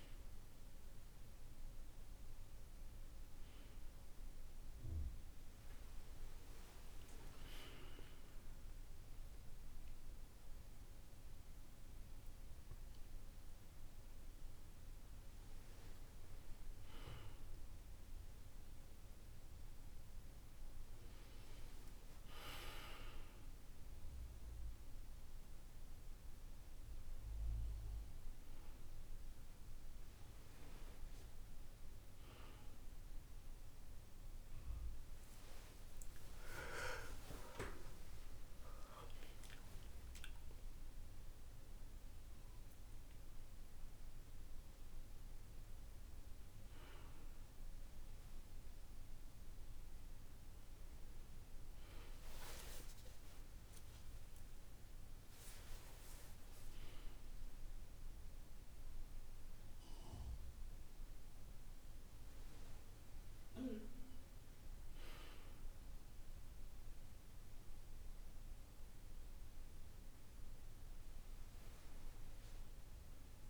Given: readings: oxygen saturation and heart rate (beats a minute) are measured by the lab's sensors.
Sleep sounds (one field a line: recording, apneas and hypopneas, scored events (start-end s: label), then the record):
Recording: a person partly awake in a sleep study, by a room microphone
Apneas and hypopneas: none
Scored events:
34.50-64.50 s: new sleep stage, awake
64.50-73.49 s: new sleep stage, N1 (lightest sleep)
From the record:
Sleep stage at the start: N1 (lightest sleep)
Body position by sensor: on the back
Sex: male